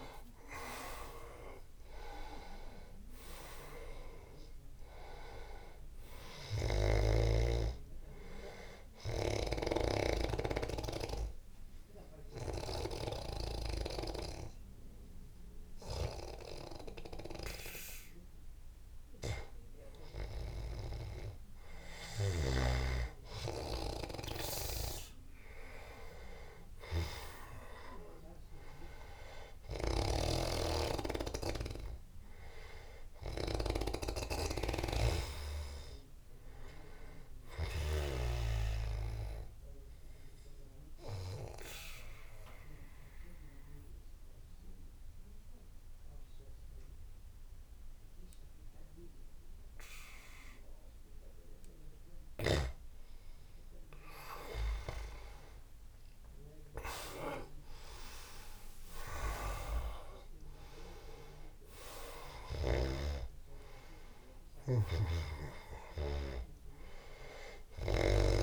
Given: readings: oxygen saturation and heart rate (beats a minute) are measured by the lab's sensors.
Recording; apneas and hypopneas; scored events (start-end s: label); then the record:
breathing in sleep by a room microphone; 2
2.50-18.50 s: oxygen desaturation (device-marked, oxygen 98% before, 92% lowest, heart rate 86 before, 79 extreme)
8.50-19.50 s: obstructive apnea (oxygen 98% before, 89% lowest, heart rate 85 before, 79 extreme, up 12 after)
23.00-28.00 s: arousal
30.00-35.50 s: snoring (device-marked)
30.50-39.50 s: oxygen desaturation (device-marked, oxygen 98% before, 94% lowest, heart rate 88 before, 73 extreme)
38.50-52.50 s: obstructive apnea (oxygen 98% before, 89% lowest, heart rate 87 before, 73 extreme, up 1 after)
54.00-59.00 s: arousal
54.50-68.43 s: oxygen desaturation (device-marked, oxygen 98% before, 89% lowest, heart rate 85 before, 75 extreme)
65.00-68.43 s: snoring (device-marked)
From the record:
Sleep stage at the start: N2 (light sleep); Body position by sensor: on the back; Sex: male